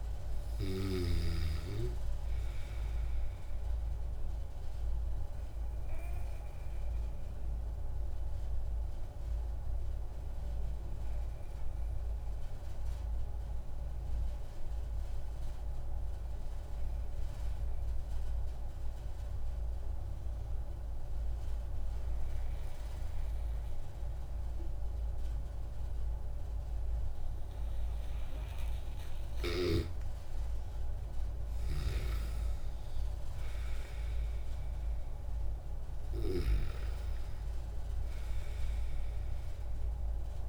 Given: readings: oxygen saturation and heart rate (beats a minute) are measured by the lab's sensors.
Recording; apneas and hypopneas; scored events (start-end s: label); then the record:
breathing in sleep by a room microphone; 1
0.00-15.50 s: oxygen desaturation (device-marked, oxygen 92% lowest)
6.50-29.00 s: obstructive apnea (oxygen 97% before, 92% lowest)
27.50-40.49 s: oxygen desaturation (device-marked, oxygen 97% before, 92% lowest)
30.50-35.50 s: arousal
32.00-37.00 s: snoring (device-marked)
From the record:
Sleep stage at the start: N2 (light sleep); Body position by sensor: on the back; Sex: male